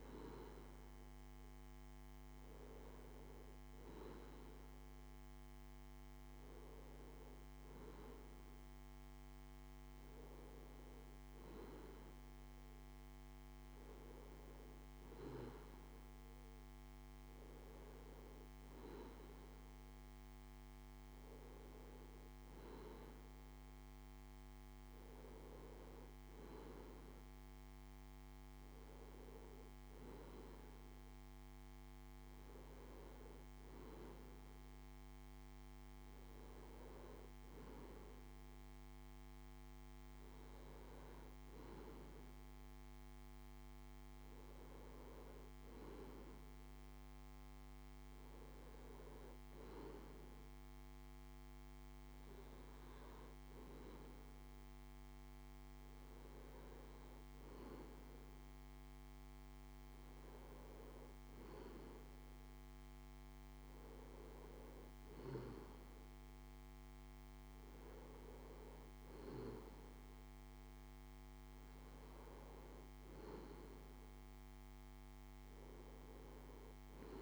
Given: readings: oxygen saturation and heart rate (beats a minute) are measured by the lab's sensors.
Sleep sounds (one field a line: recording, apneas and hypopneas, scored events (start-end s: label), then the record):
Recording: breathing in sleep by a microphone on the trachea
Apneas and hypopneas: none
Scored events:
none scored
From the record:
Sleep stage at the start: N2 (light sleep)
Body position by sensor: on the left side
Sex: male